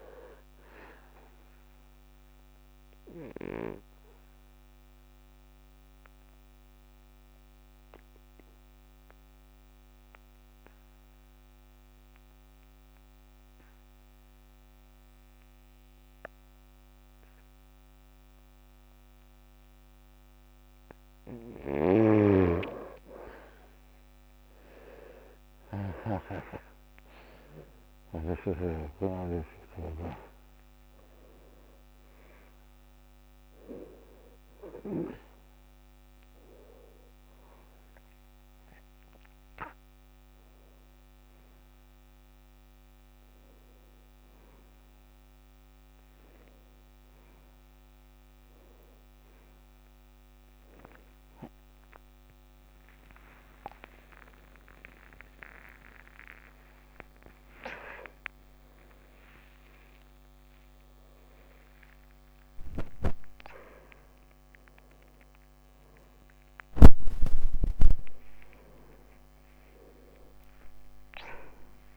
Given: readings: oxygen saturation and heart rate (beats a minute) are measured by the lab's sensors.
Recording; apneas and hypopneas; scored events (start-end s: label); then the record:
a person partly awake in a sleep study, by a microphone on the trachea; 1
0.50-18.50 s: oxygen desaturation (device-marked, oxygen 96% before, 82% lowest, heart rate 74 before, 70 extreme)
1.50-22.00 s: obstructive apnea (oxygen 97% before, 80% lowest, heart rate 75 before, 70 extreme, up 6 after)
30.50-54.50 s: oxygen desaturation (device-marked, oxygen 97% before, 80% lowest, heart rate 72 before, 78 extreme)
38.50-68.50 s: new sleep stage, awake
53.00-55.00 s: long interval between heartbeats (device-marked, heart rate 83 before, 93 extreme)
68.50-71.97 s: new sleep stage, N1 (lightest sleep)
From the record:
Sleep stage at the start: N2 (light sleep); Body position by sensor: on the back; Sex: male